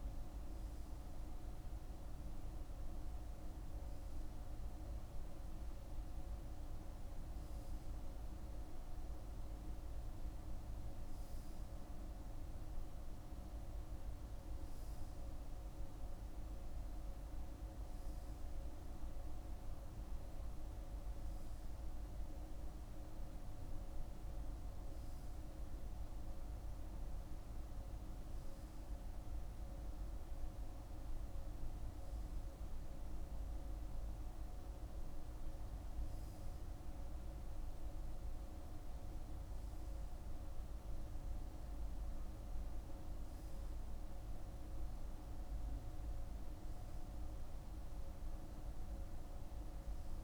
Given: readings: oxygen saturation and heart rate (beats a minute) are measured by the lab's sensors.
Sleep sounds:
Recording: breathing in sleep, hard to hear, by a room microphone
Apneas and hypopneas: none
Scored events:
none scored
From the record:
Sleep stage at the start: N2 (light sleep)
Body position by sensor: on the right side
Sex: male

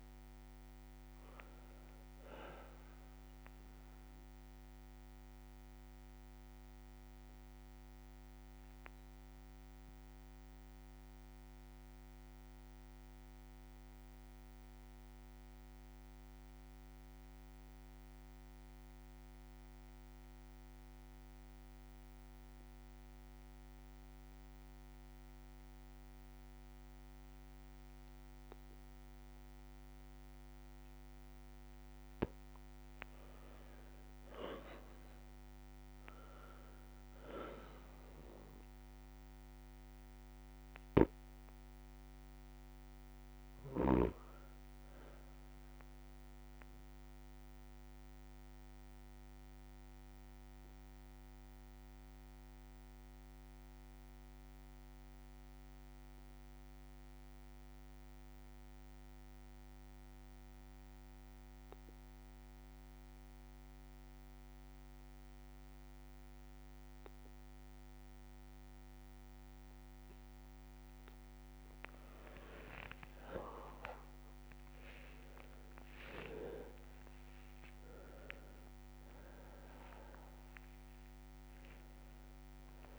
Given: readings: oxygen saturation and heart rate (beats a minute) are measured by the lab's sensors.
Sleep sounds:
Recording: breathing in sleep by a microphone on the trachea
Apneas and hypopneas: 2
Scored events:
0.00-19.00 s: oxygen desaturation (device-marked, oxygen 89% lowest, heart rate 58 extreme)
5.00-19.00 s: bradycardia (device-marked, heart rate 64 before, 58 extreme)
7.00-30.50 s: obstructive apnea (oxygen 98% before, 89% lowest, heart rate 65 before, 57 extreme, up 3 after)
32.00-59.00 s: oxygen desaturation (device-marked, oxygen 99% before, 92% lowest, heart rate 59 before, 57 extreme)
32.50-36.50 s: arousal
40.50-44.00 s: snoring (device-marked)
46.00-67.00 s: bradycardia (device-marked, heart rate 64 before, 57 extreme)
48.50-69.50 s: obstructive apnea (oxygen 99% before, 92% lowest, heart rate 61 before, 57 extreme, up 7 after)
65.00-82.99 s: new sleep stage, awake
74.00-82.99 s: oxygen desaturation (device-marked, oxygen 98% before, 92% lowest, heart rate 59 before, 57 extreme)
From the record:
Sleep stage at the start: N2 (light sleep)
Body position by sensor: on the back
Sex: male

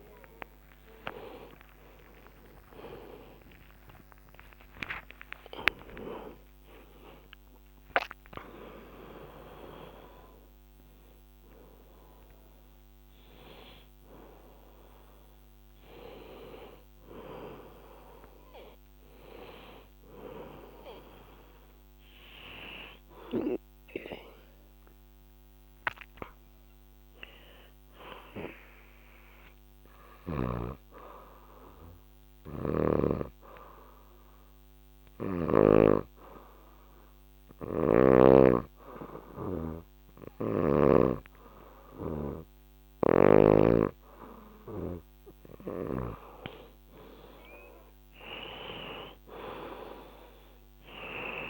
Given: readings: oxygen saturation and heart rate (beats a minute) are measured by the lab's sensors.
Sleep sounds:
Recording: breathing in sleep by a microphone on the trachea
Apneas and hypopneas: 1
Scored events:
2.00-7.50 s: arousal
31.00-44.50 s: obstructive apnea (oxygen 98% before, 92% lowest, heart rate 80 before, 67 extreme, up 9 after)
32.00-35.50 s: snoring (device-marked)
43.50-51.50 s: oxygen desaturation (device-marked, oxygen 96% before, 93% lowest, heart rate 72 before, 71 extreme)
46.50-50.00 s: arousal
From the record:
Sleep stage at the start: N2 (light sleep)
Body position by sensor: on the back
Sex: female

